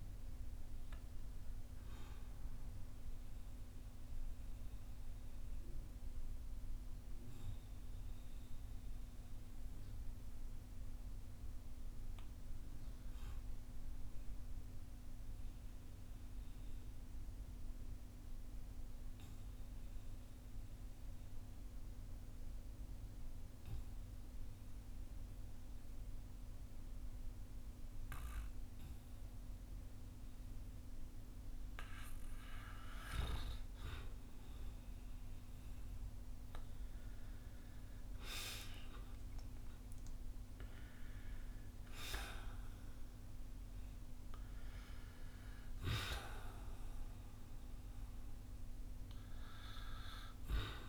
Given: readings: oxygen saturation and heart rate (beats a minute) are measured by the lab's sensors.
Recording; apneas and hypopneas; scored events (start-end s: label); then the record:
breathing in sleep by a room microphone; 1
0.00-16.50 s: oxygen desaturation (device-marked, oxygen 89% lowest, heart rate 46 extreme)
3.00-33.50 s: obstructive apnea (oxygen 95% before, 89% lowest, heart rate 61 before, 46 extreme, up 6 after)
31.50-50.89 s: oxygen desaturation (device-marked, oxygen 97% before, 89% lowest, heart rate 52 before, 45 extreme)
36.50-40.00 s: arousal
From the record:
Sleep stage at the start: N2 (light sleep); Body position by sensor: on the back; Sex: male